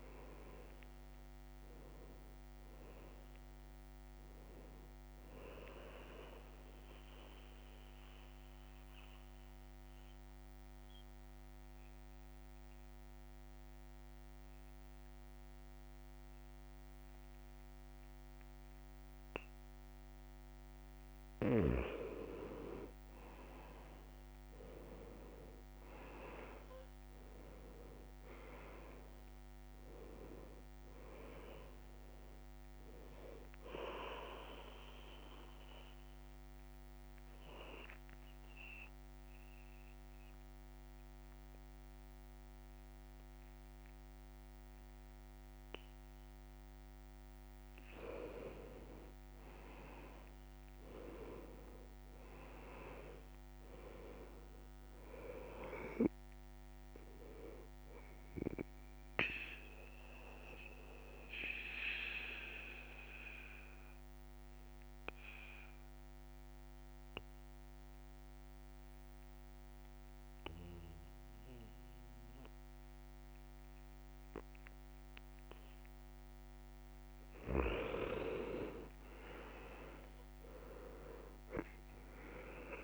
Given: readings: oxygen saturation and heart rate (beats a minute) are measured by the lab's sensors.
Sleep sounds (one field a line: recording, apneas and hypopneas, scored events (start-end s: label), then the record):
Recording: breathing in sleep by a microphone on the trachea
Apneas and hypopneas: 3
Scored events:
5.00-21.00 s: oxygen desaturation (device-marked, oxygen 96% before, 89% lowest, heart rate 68 before, 66 extreme)
6.50-21.50 s: mixed apnea (oxygen 98% before, 89% lowest, heart rate 69 before, 66 extreme, up 6 after)
22.50-26.00 s: arousal
32.00-49.00 s: oxygen desaturation (device-marked, oxygen 98% before, 90% lowest, heart rate 69 before, 68 extreme)
34.50-46.50 s: obstructive apnea (oxygen 98% before, 88% lowest, heart rate 69 before, 69 extreme, up 3 after)
49.50-54.00 s: arousal
59.00-76.00 s: obstructive apnea (oxygen 98% before, 88% lowest, heart rate 70 before, 67 extreme, up 4 after)
61.00-73.00 s: oxygen desaturation (device-marked, oxygen 98% before, 91% lowest, heart rate 71 before, 67 extreme)
78.50-82.84 s: arousal
From the record:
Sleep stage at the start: N2 (light sleep)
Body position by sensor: on the back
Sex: male